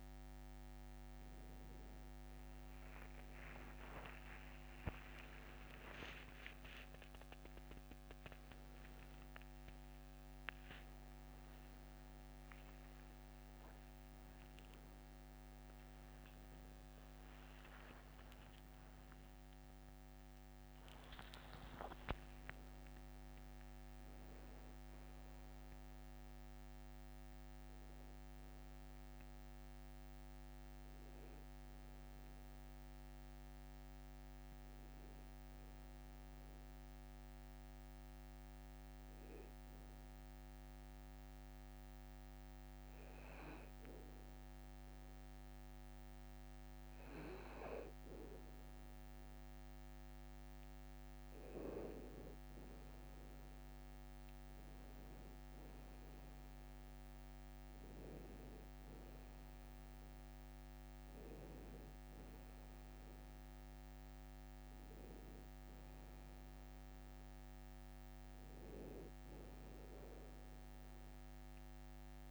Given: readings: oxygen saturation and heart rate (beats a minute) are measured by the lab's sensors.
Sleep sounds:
breathing in sleep by a microphone on the trachea; 1
2.50-4.50 s: long interval between heartbeats (device-marked, heart rate 59 before, 66 extreme)
5.00-7.00 s: tachycardia (device-marked, heart rate 71 before, 80 extreme)
7.00-37.00 s: new sleep stage, N1 (lightest sleep)
8.00-10.00 s: long interval between heartbeats (device-marked, heart rate 65 before, 105 extreme)
8.00-14.00 s: arousal
10.00-12.00 s: long interval between heartbeats (device-marked, heart rate 69 before, 100 extreme)
17.00-19.00 s: long interval between heartbeats (device-marked, heart rate 81 before, 92 extreme)
24.00-26.00 s: long interval between heartbeats (device-marked, heart rate 89 before, 72 extreme)
32.50-48.50 s: hypopnea (oxygen 98% before, 95% lowest, heart rate 80 before, 56 extreme, up 4 after)
37.00-72.31 s: new sleep stage, N2 (light sleep)
53.50-59.00 s: arousal
From the record:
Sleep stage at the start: N2 (light sleep); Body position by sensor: on the back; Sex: male

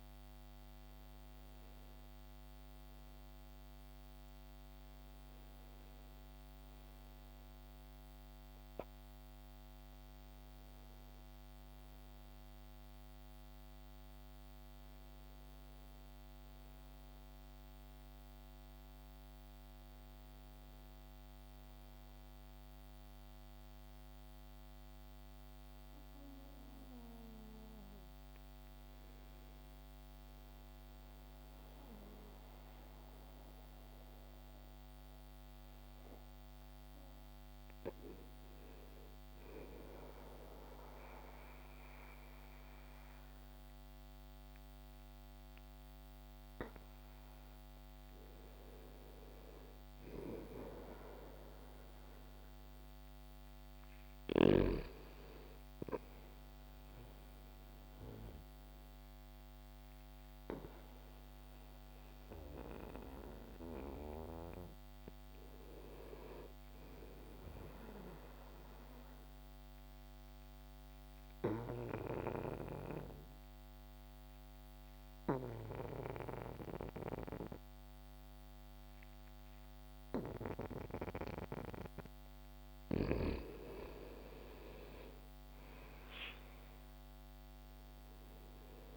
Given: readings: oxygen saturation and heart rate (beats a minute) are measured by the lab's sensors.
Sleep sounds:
breathing in sleep by a microphone on the trachea; 2
32.50-88.97 s: new sleep stage, N2 (light sleep)
39.00-49.00 s: obstructive apnea (oxygen 98% before, 89% lowest)
40.50-75.50 s: oxygen desaturation (device-marked, oxygen 97% before, 92% lowest)
51.50-55.50 s: arousal
68.50-82.00 s: obstructive apnea (oxygen 97% before, 87% lowest)
83.50-87.00 s: arousal
From the record:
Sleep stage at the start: N1 (lightest sleep); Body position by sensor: on the back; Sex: male

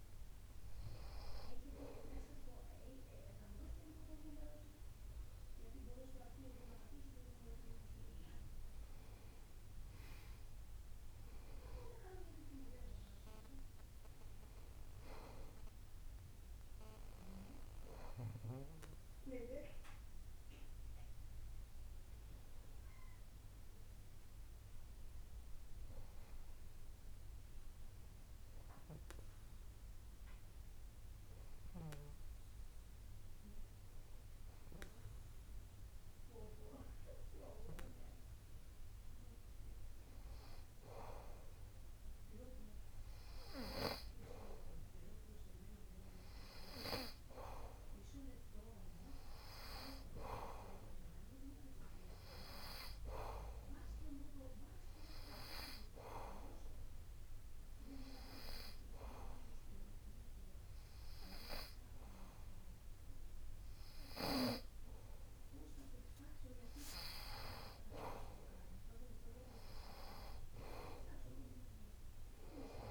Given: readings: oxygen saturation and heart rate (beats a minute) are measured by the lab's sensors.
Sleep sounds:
breathing in sleep by a room microphone; 1
23.00-26.50 s: arousal
29.50-41.50 s: hypopnea (oxygen 95% before, 92% lowest)
46.00-68.00 s: oxygen desaturation (device-marked, oxygen 95% before, 92% lowest)
50.50-54.00 s: arousal
From the record:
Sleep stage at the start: N2 (light sleep); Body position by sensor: on the back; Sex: male

